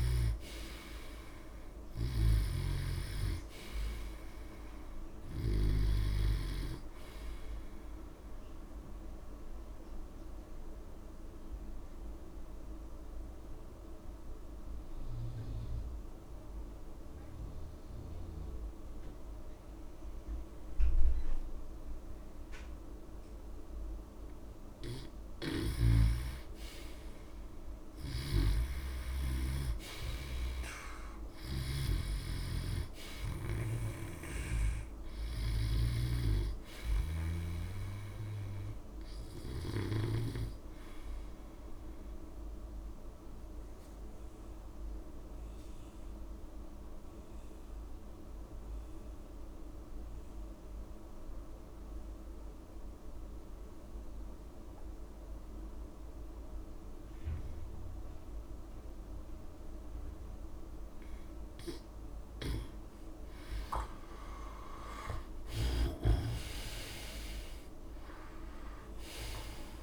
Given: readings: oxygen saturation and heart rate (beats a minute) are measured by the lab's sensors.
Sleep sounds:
breathing in sleep by a room microphone; 2
0.00-3.00 s: snoring (device-marked)
0.00-20.50 s: oxygen desaturation (device-marked, oxygen 89% lowest)
9.50-24.50 s: obstructive apnea (oxygen 98% before, 88% lowest)
25.50-36.00 s: snoring (device-marked)
26.50-29.50 s: arousal
29.50-49.50 s: oxygen desaturation (device-marked, oxygen 97% before, 88% lowest)
43.50-60.50 s: obstructive apnea (oxygen 97% before, 87% lowest)
61.50-69.83 s: oxygen desaturation (device-marked, oxygen 97% before, 88% lowest)
62.50-65.00 s: arousal
From the record:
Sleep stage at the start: N2 (light sleep); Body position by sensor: on the back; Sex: male

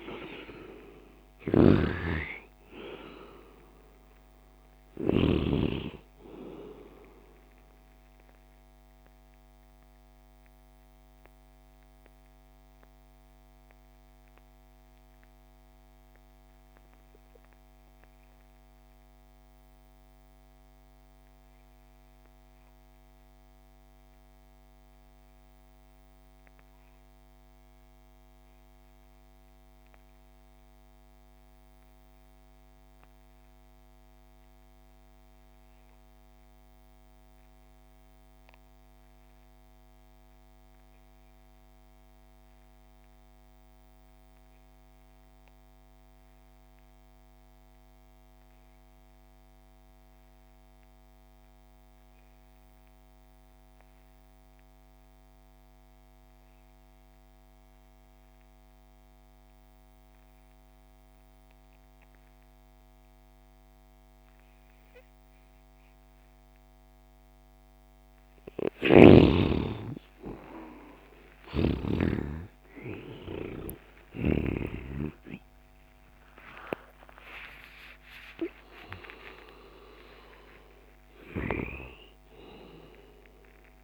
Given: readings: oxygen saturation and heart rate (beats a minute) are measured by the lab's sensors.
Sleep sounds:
breathing in sleep by a microphone on the trachea; 1
0.00-5.00 s: snoring (device-marked)
0.00-22.50 s: oxygen desaturation (device-marked, oxygen 67% lowest)
8.00-68.00 s: mixed apnea (oxygen 94% before, 65% lowest)
37.50-83.84 s: oxygen desaturation (device-marked, oxygen 98% before, 65% lowest)
70.50-77.00 s: arousal
81.00-83.84 s: snoring (device-marked)
From the record:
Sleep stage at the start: REM sleep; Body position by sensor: on the left side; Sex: male

